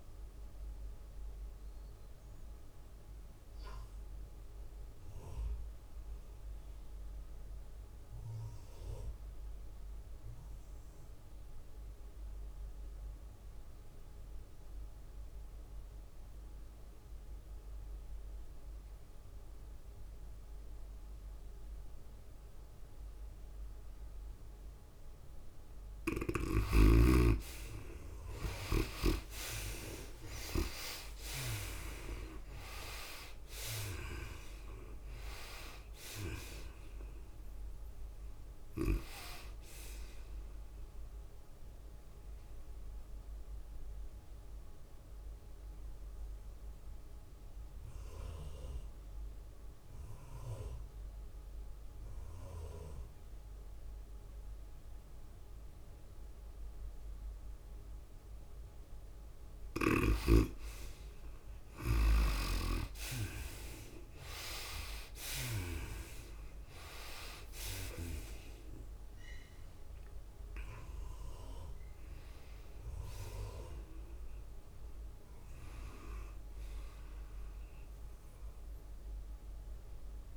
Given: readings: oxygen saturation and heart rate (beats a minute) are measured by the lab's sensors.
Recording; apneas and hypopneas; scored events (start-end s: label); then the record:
breathing in sleep by a room microphone; 2
0.00-3.50 s: drop in pulse transit time (device-marked, heart rate 105 extreme)
0.00-7.50 s: oxygen desaturation (device-marked, oxygen 75% lowest, heart rate 88 extreme)
0.00-9.50 s: tachycardia (device-marked, heart rate 109 extreme)
1.50-27.00 s: obstructive apnea (oxygen 97% before, 75% lowest, heart rate 105 before, 95 extreme, up 11 after)
12.50-48.50 s: oxygen desaturation (device-marked, oxygen 99% before, 75% lowest, heart rate 106 before, 95 extreme)
29.00-32.00 s: arousal
29.50-57.50 s: tachycardia (device-marked, heart rate 104 before, 109 extreme)
30.50-46.50 s: drop in pulse transit time (device-marked, heart rate 98 before, 99 extreme)
43.50-59.50 s: obstructive apnea (oxygen 97% before, 76% lowest, heart rate 103 before, 96 extreme, up 3 after)
54.50-56.50 s: long interval between heartbeats (device-marked, heart rate 107 before, 102 extreme)
57.50-80.36 s: oxygen desaturation (device-marked, oxygen 98% before, 81% lowest, heart rate 106 before, 96 extreme)
60.50-65.50 s: tachycardia (device-marked, heart rate 103 before, 102 extreme)
62.50-67.00 s: arousal
64.50-80.36 s: drop in pulse transit time (device-marked, heart rate 103 before, 96 extreme)
67.50-69.50 s: long interval between heartbeats (device-marked, heart rate 102 before, 96 extreme)
71.50-80.36 s: tachycardia (device-marked, heart rate 103 before, 108 extreme)
From the record:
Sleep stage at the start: N2 (light sleep); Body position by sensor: on the right side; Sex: female